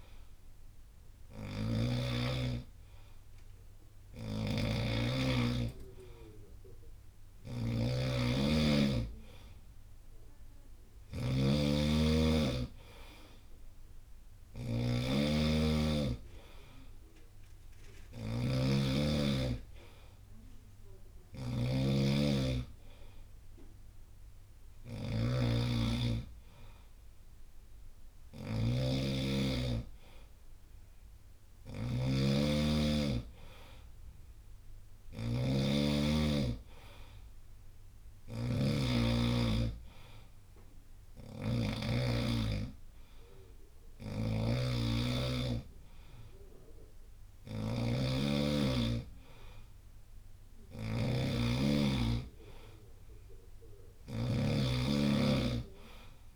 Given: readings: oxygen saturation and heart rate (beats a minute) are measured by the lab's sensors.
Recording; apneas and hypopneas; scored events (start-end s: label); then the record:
breathing in sleep by a room microphone; none
0.00-56.36 s: snoring (device-marked)
From the record:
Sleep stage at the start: N2 (light sleep); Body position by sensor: on the right side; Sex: male